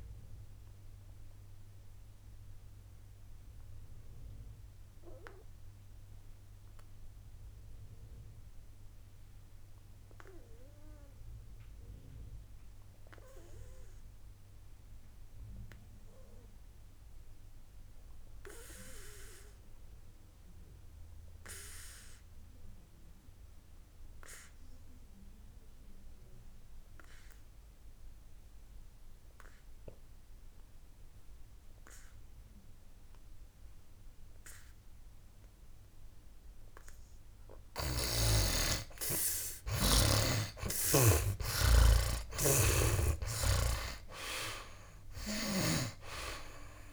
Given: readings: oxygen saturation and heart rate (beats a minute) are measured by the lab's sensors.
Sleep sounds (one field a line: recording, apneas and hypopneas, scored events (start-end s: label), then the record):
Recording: breathing in sleep by a room microphone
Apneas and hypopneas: 1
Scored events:
0.00-24.50 s: oxygen desaturation (device-marked, oxygen 71% lowest, heart rate 56 extreme)
0.50-38.00 s: obstructive apnea (oxygen 97% before, 68% lowest, heart rate 69 before, 56 extreme, up 20 after)
26.50-46.93 s: oxygen desaturation (device-marked, oxygen 97% before, 68% lowest, heart rate 60 before, 58 extreme)
38.00-41.50 s: snoring (device-marked)
41.00-45.00 s: arousal
From the record:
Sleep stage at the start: N2 (light sleep)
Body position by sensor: on the back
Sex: male